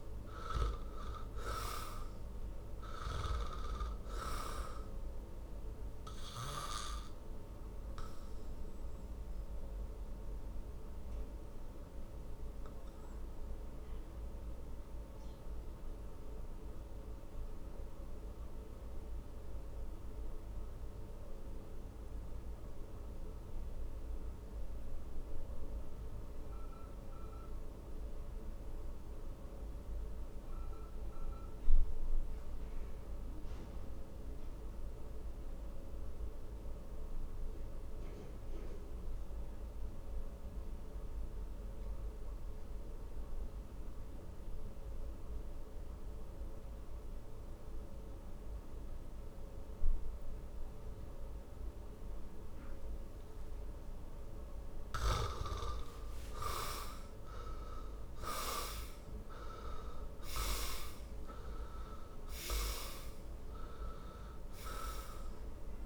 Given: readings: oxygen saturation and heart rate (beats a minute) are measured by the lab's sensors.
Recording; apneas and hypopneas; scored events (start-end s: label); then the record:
breathing in sleep by a room microphone; 1
0.00-33.00 s: oxygen desaturation (device-marked, oxygen 75% lowest, heart rate 53 extreme)
6.50-54.00 s: obstructive apnea (oxygen 98% before, 75% lowest, heart rate 67 before, 50 extreme, up 17 after)
42.00-65.86 s: oxygen desaturation (device-marked, oxygen 99% before, 75% lowest, heart rate 59 before, 50 extreme)
56.00-60.00 s: arousal
From the record:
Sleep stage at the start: N2 (light sleep); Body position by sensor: on the back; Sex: male